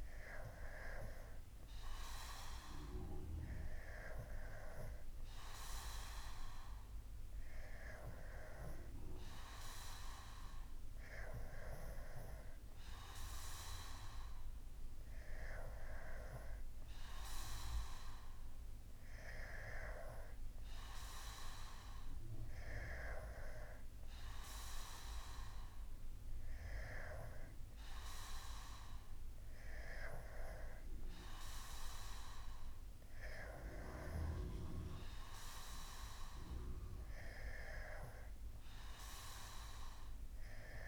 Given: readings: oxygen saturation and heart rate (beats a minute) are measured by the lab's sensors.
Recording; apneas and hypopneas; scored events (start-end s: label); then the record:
breathing in sleep by a room microphone; none
none scored
From the record:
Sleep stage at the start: N2 (light sleep); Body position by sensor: on the back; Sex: male